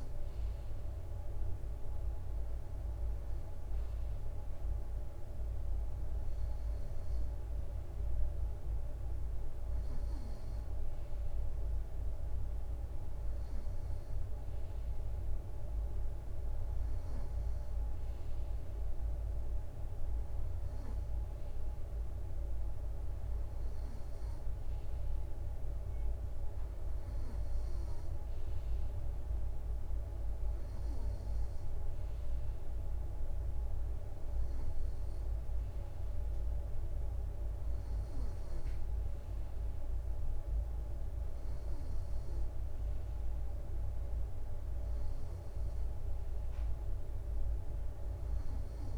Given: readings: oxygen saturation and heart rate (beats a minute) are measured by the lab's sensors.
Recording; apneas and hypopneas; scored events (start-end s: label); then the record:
breathing in sleep, hard to hear, by a room microphone; none
42.00-48.98 s: new sleep stage, N3 (deep sleep)
From the record:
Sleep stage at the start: N2 (light sleep); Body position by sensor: on the right side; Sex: male